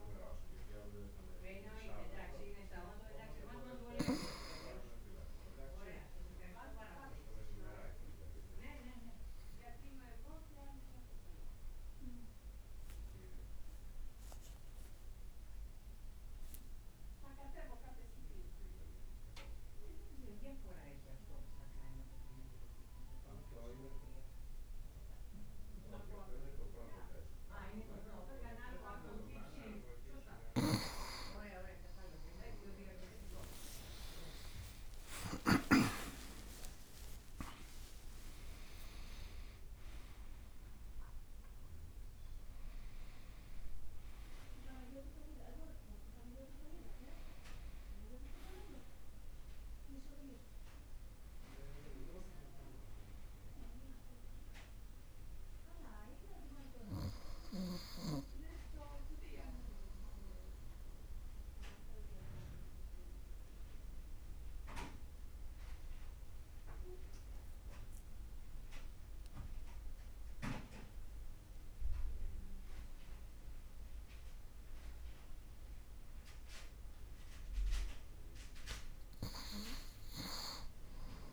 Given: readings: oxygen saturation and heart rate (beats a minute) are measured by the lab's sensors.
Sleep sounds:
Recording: breathing in sleep by a room microphone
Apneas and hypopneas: 2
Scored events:
6.50-28.00 s: obstructive apnea (oxygen 98% before, 95% lowest, heart rate 58 before, 54 extreme, up 2 after)
14.50-17.00 s: leg movement (device-marked)
31.50-36.50 s: arousal
34.50-45.00 s: leg movement (device-marked)
57.50-75.50 s: obstructive apnea (oxygen 98% before, 94% lowest, heart rate 59 before, 53 extreme, up 2 after)
73.00-74.50 s: leg movement (device-marked)
77.50-81.33 s: arousal
From the record:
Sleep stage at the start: N2 (light sleep)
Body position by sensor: on the right side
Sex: male

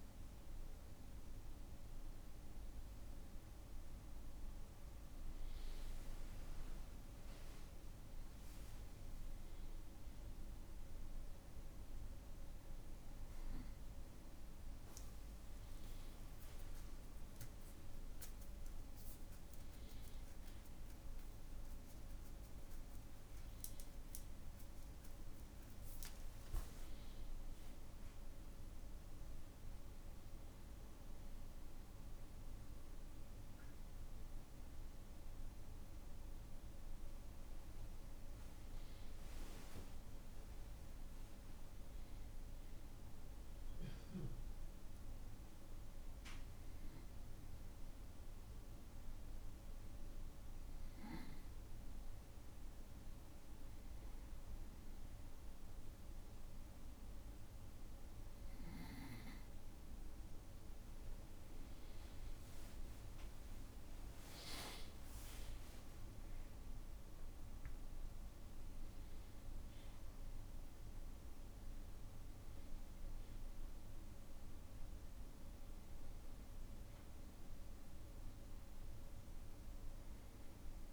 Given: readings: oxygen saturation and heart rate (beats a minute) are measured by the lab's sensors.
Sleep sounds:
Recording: breathing in sleep, hard to hear, by a room microphone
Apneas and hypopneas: 1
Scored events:
16.50-21.00 s: arousal
45.50-60.00 s: hypopnea (oxygen 98% before, 95% lowest, heart rate 60 before, 56 extreme, up 6 after)
62.00-66.00 s: arousal
From the record:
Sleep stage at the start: N2 (light sleep)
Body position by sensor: on the back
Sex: male

